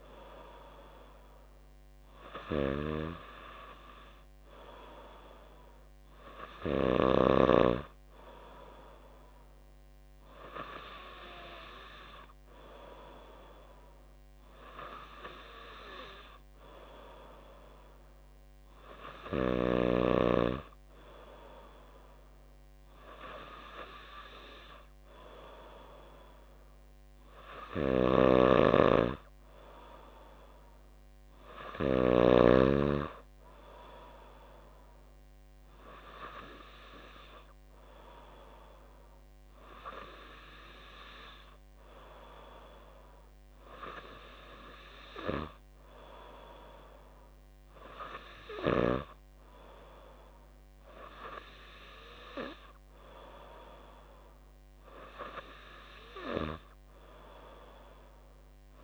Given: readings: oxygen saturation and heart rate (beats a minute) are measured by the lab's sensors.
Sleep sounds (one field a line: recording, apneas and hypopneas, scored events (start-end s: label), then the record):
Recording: breathing in sleep by a microphone on the trachea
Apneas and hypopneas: none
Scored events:
28.00-32.50 s: snoring (device-marked)
From the record:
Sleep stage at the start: N2 (light sleep)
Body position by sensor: on the back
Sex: female